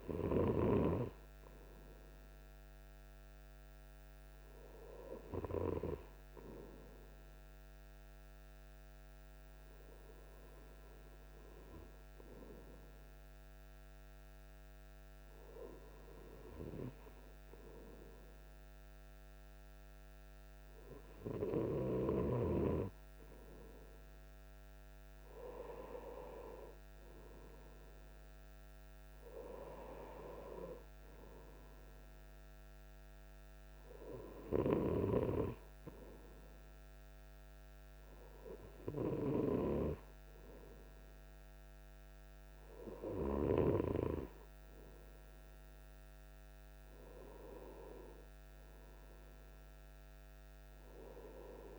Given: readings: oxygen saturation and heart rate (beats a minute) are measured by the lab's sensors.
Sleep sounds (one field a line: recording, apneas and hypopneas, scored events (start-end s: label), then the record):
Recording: breathing in sleep by a microphone on the trachea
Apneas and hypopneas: none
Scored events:
none scored
From the record:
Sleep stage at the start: N2 (light sleep)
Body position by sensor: on the right side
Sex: male